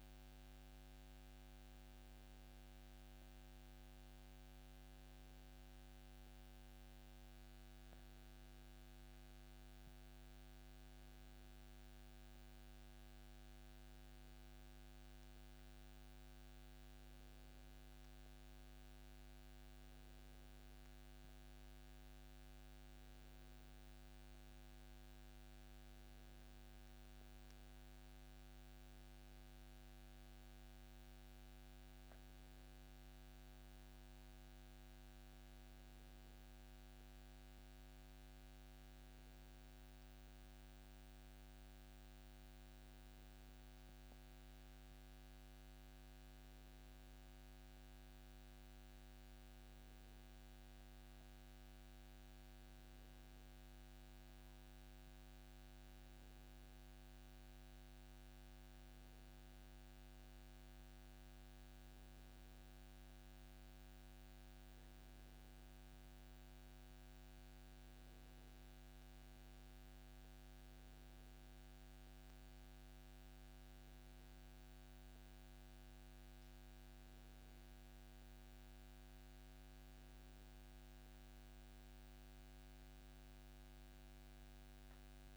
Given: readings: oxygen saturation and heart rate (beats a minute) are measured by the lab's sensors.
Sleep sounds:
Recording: breathing in sleep, hard to hear, by a microphone on the trachea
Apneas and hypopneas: none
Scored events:
none scored
From the record:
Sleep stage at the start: N1 (lightest sleep)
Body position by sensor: on the back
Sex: male

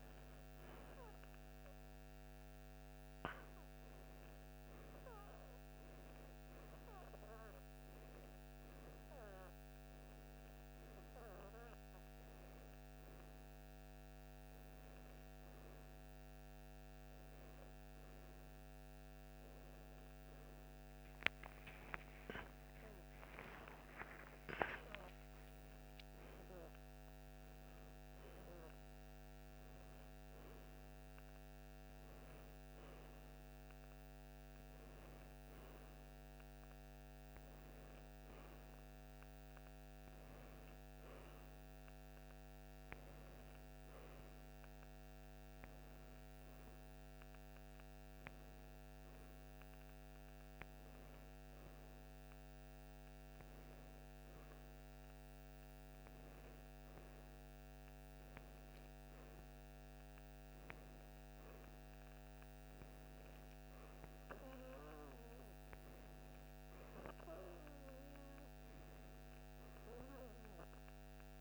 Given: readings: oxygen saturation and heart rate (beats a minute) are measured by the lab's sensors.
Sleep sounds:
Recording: breathing in sleep, hard to hear, by a microphone on the trachea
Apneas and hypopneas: none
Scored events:
5.50-16.50 s: oxygen desaturation (device-marked, oxygen 93% before, 88% lowest)
21.00-26.00 s: arousal
From the record:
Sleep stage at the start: N1 (lightest sleep)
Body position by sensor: on the right side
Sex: female

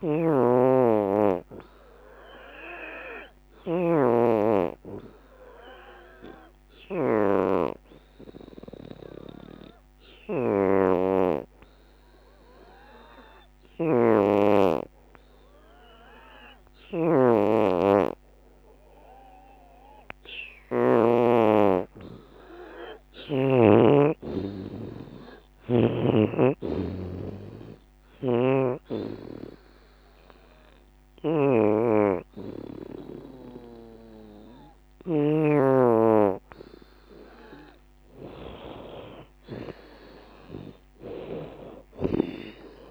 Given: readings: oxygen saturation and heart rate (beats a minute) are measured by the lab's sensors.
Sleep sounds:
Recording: breathing in sleep by a microphone on the trachea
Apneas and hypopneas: 1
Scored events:
2.50-21.50 s: hypopnea (oxygen 85% before, 82% lowest, heart rate 85 before, 74 extreme, up 20 after)
21.50-23.50 s: long interval between heartbeats (device-marked, heart rate 81 before, 76 extreme)
21.50-31.50 s: drop in pulse transit time (device-marked, heart rate 81 before, 76 extreme)
23.00-27.00 s: arousal
26.50-40.50 s: oxygen desaturation (device-marked, oxygen 86% before, 82% lowest, heart rate 80 before, 63 extreme)
From the record:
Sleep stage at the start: N2 (light sleep)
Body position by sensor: on the back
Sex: female

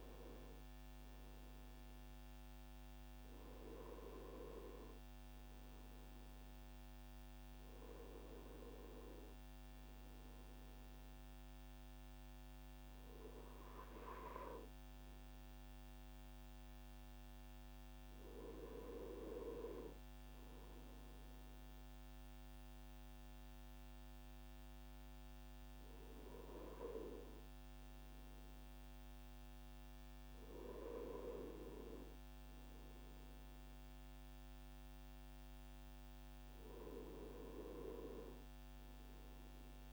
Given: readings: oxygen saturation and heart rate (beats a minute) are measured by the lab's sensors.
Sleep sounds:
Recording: breathing in sleep by a microphone on the trachea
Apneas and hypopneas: none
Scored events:
none scored
From the record:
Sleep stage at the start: N1 (lightest sleep)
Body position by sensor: on the front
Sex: male

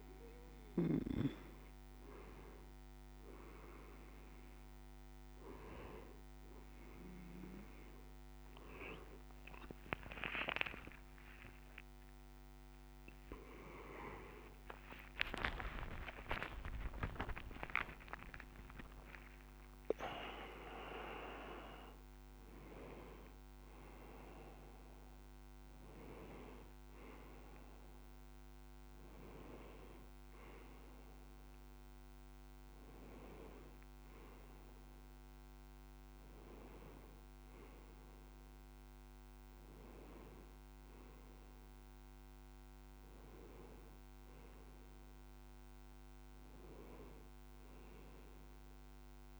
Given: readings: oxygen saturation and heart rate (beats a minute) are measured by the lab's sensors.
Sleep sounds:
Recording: a person awake in a sleep study, by a microphone on the trachea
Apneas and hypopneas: none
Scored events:
none scored
From the record:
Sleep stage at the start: awake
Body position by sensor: on the left side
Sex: male

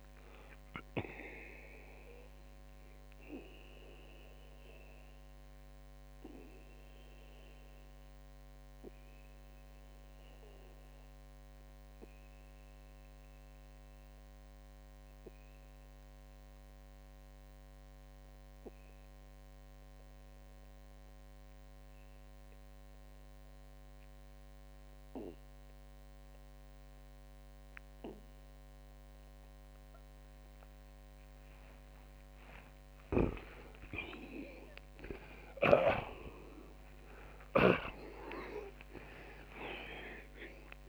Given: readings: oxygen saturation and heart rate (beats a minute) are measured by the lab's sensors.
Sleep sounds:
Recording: breathing in sleep by a microphone on the trachea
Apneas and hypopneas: 1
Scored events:
3.00-31.00 s: obstructive apnea (oxygen 93% before, 80% lowest, heart rate 122 before, 60 extreme)
3.00-32.00 s: oxygen desaturation (device-marked, oxygen 93% before, 80% lowest, heart rate 122 before, 60 extreme)
34.00-38.50 s: arousal
35.00-40.89 s: snoring (device-marked)
From the record:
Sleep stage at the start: N2 (light sleep)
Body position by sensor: on the back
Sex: male

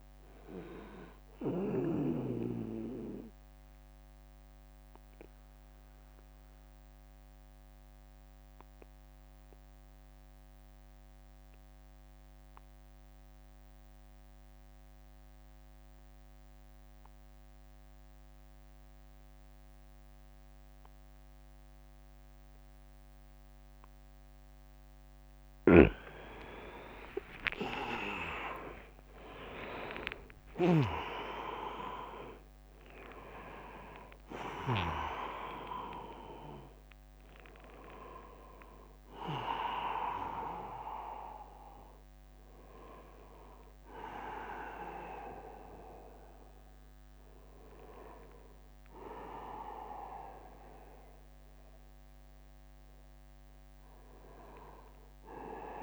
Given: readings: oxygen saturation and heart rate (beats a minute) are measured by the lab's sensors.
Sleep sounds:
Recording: breathing in sleep by a microphone on the trachea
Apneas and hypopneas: 1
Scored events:
0.00-7.50 s: drop in pulse transit time (device-marked, heart rate 64 extreme)
0.00-19.50 s: oxygen desaturation (device-marked, oxygen 93% lowest, heart rate 72 extreme)
2.00-24.50 s: obstructive apnea (oxygen 99% before, 86% lowest, heart rate 69 before, 72 extreme, up 9 after)
16.50-18.50 s: long interval between heartbeats (device-marked, heart rate 79 before, 79 extreme)
25.00-34.50 s: snoring (device-marked)
26.50-31.00 s: arousal
26.50-55.83 s: oxygen desaturation (device-marked, oxygen 98% before, 86% lowest, heart rate 82 before, 77 extreme)
31.50-46.50 s: drop in pulse transit time (device-marked, heart rate 80 before, 84 extreme)
From the record:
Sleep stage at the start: N2 (light sleep)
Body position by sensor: on the back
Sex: male

